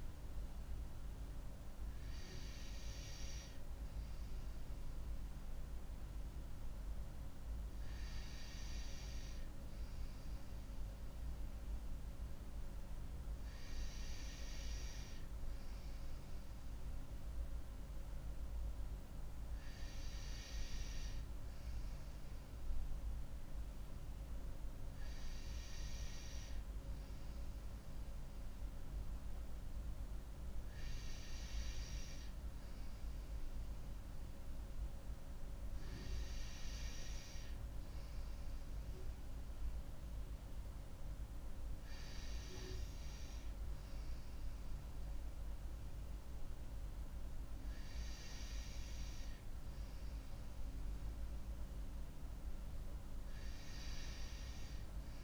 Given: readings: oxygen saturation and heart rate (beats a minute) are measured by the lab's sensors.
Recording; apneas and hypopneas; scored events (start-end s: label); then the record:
breathing in sleep, hard to hear, by a room microphone; none
none scored
From the record:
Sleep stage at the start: N2 (light sleep); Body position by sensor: on the right side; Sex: female